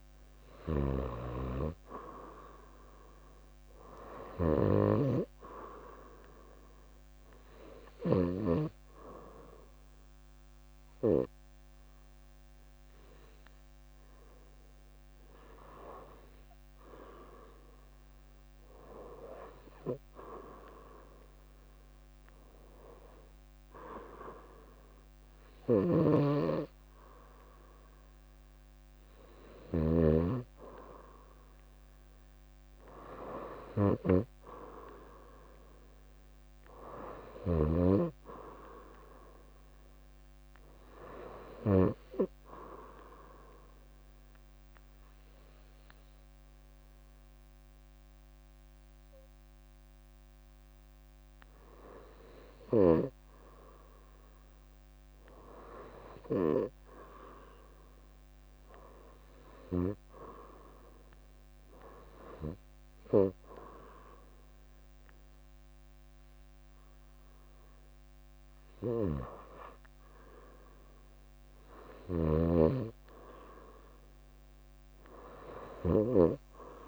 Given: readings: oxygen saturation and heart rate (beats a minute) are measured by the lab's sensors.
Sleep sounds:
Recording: breathing in sleep by a microphone on the trachea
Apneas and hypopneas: 1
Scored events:
0.00-3.50 s: arousal
0.00-8.00 s: snoring (device-marked)
0.00-20.50 s: oxygen desaturation (device-marked, oxygen 93% lowest, heart rate 65 extreme)
0.50-9.50 s: leg movement (device-marked)
19.00-20.50 s: leg movement (device-marked)
24.00-33.00 s: leg movement (device-marked)
25.50-29.50 s: snoring (device-marked)
33.50-37.50 s: arousal
34.00-42.50 s: leg movement (device-marked)
41.50-52.50 s: obstructive apnea (oxygen 96% before, 92% lowest, heart rate 70 before, 65 extreme, up 4 after)
45.50-54.50 s: leg movement (device-marked)
55.50-59.50 s: arousal
From the record:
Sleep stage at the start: REM sleep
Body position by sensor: on the right side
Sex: female

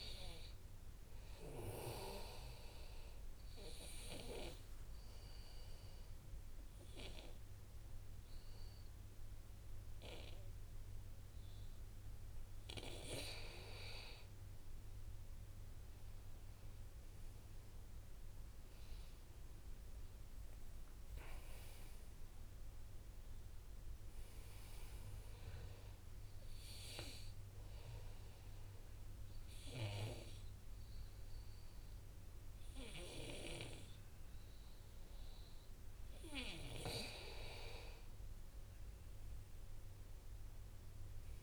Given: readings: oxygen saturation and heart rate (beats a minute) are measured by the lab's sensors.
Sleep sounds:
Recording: breathing in sleep by a room microphone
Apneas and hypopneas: 2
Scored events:
2.50-13.50 s: obstructive apnea (oxygen 99% before, 94% lowest, heart rate 63 before, 58 extreme, up 0 after)
2.50-15.50 s: oxygen desaturation (device-marked, oxygen 99% before, 94% lowest, heart rate 63 before, 58 extreme)
16.50-21.50 s: arousal
21.50-39.50 s: oxygen desaturation (device-marked, oxygen 99% before, 94% lowest, heart rate 64 before, 58 extreme)
26.50-37.00 s: obstructive apnea (oxygen 99% before, 93% lowest, heart rate 64 before, 58 extreme, up 7 after)
39.50-41.43 s: arousal
From the record:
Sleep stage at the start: N2 (light sleep)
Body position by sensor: on the back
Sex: male

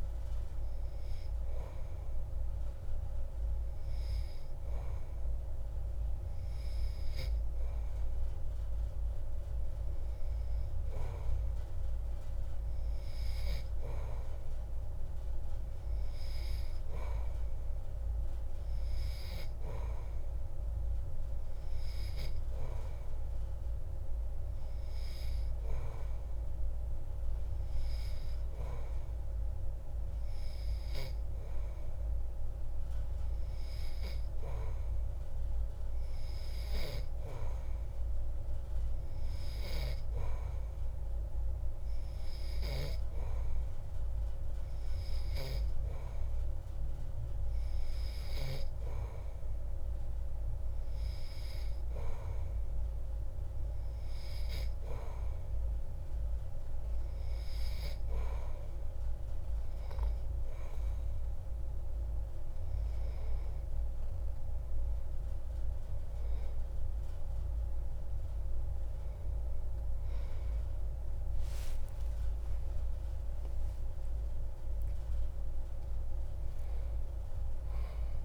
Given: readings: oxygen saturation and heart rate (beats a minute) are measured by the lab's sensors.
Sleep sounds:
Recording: breathing in sleep by a room microphone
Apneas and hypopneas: none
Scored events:
71.50-76.50 s: arousal
From the record:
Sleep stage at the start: N2 (light sleep)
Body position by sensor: on the back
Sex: male

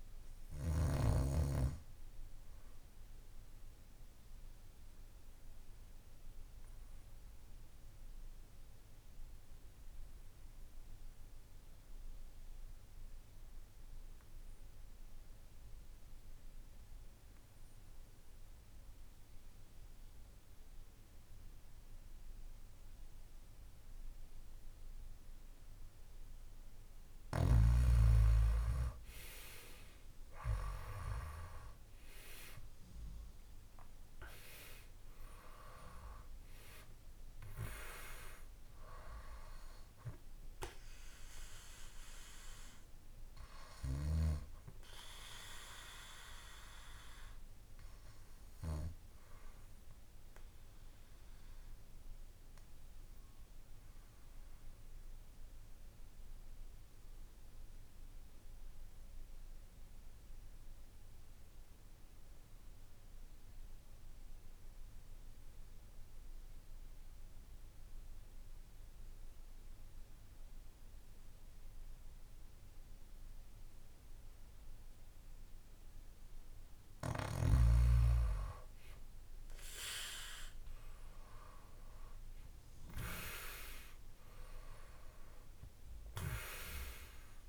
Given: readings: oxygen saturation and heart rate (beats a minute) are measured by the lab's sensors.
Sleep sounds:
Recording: breathing in sleep by a room microphone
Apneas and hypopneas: 2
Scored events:
0.00-2.50 s: arousal
4.50-26.00 s: obstructive apnea (oxygen 95% before, 87% lowest, heart rate 58 before, 54 extreme, up 9 after)
29.00-32.50 s: arousal
41.50-75.50 s: obstructive apnea (oxygen 93% before, 87% lowest, heart rate 60 before, 55 extreme, up 5 after)
43.50-62.50 s: oxygen desaturation (device-marked, oxygen 93% before, 87% lowest, heart rate 60 before, 55 extreme)
78.50-83.00 s: arousal
85.50-87.49 s: oxygen desaturation (device-marked, oxygen 96% before, 88% lowest, heart rate 57 before, 52 extreme)
From the record:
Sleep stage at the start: N2 (light sleep)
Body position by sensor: on the back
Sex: male

